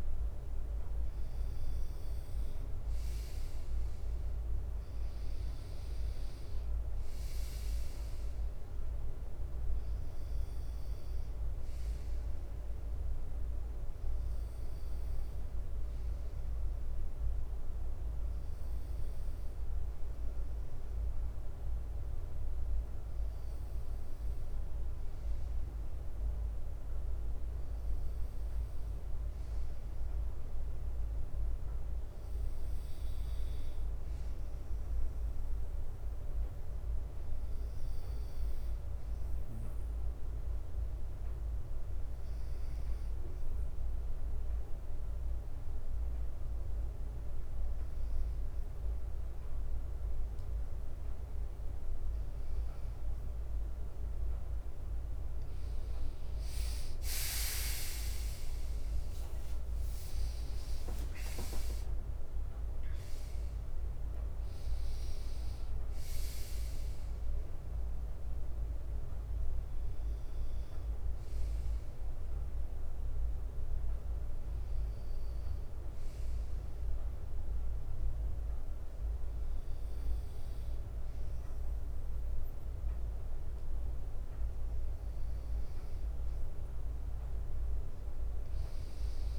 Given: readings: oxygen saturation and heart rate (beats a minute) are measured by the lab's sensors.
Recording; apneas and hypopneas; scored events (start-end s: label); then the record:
breathing in sleep, hard to hear, by a room microphone; 1
14.00-30.00 s: bradycardia (device-marked, heart rate 61 before, 58 extreme)
22.00-25.00 s: leg movement (device-marked)
38.00-48.00 s: bradycardia (device-marked, heart rate 61 before, 58 extreme)
39.50-53.00 s: hypopnea (oxygen 96% before, 93% lowest, heart rate 59 before, 58 extreme, up 10 after)
56.00-62.00 s: leg movement (device-marked)
57.00-70.00 s: drop in pulse transit time (device-marked, heart rate 60 before, 66 extreme)
57.50-63.00 s: arousal
81.00-85.00 s: bradycardia (device-marked, heart rate 61 before, 59 extreme)
From the record:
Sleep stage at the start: N2 (light sleep); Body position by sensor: on the right side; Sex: male